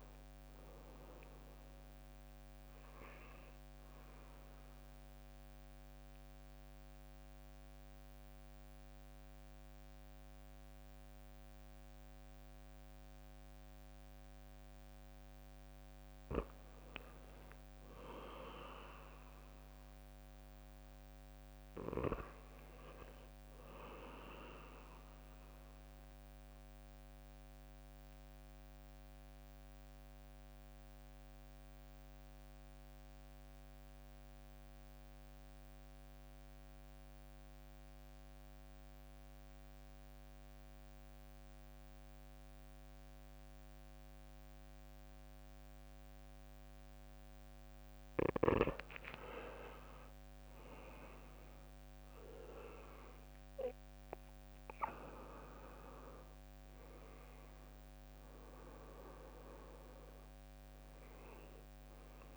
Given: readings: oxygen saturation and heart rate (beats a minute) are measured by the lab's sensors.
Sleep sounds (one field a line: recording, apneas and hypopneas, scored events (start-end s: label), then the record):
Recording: breathing in sleep by a microphone on the trachea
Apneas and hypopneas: 2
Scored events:
5.50-15.50 s: mixed apnea (oxygen 95% before, 90% lowest, heart rate 63 before, 51 extreme, up 4 after)
17.50-21.00 s: arousal
27.00-47.00 s: mixed apnea (oxygen 98% before, 90% lowest, heart rate 61 before, 51 extreme, up 15 after)
48.50-52.50 s: arousal
50.00-62.37 s: oxygen desaturation (device-marked, oxygen 98% before, 90% lowest, heart rate 53 before, 54 extreme)
53.00-62.37 s: drop in pulse transit time (device-marked, heart rate 54 before, 57 extreme)
From the record:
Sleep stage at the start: REM sleep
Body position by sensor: on the back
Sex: male